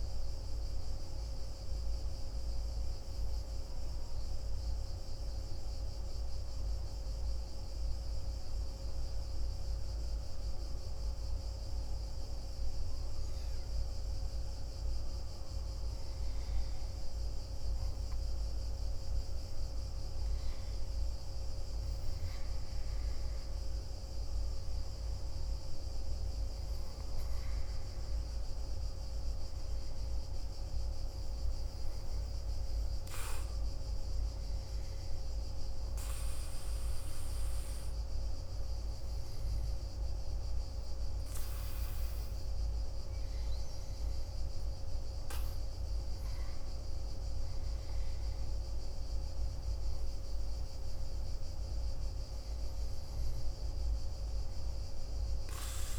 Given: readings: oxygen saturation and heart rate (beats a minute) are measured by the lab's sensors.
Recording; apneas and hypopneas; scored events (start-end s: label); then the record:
breathing in sleep, hard to hear, by a room microphone; 1
5.50-16.50 s: hypopnea (oxygen 96% before, 92% lowest, heart rate 60 before, 57 extreme, up 1 after)
18.00-22.50 s: arousal
22.00-33.00 s: oxygen desaturation (device-marked, oxygen 96% before, 92% lowest, heart rate 59 before, 57 extreme)
47.50-52.00 s: arousal
From the record:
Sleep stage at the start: N2 (light sleep); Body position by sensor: on the back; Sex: male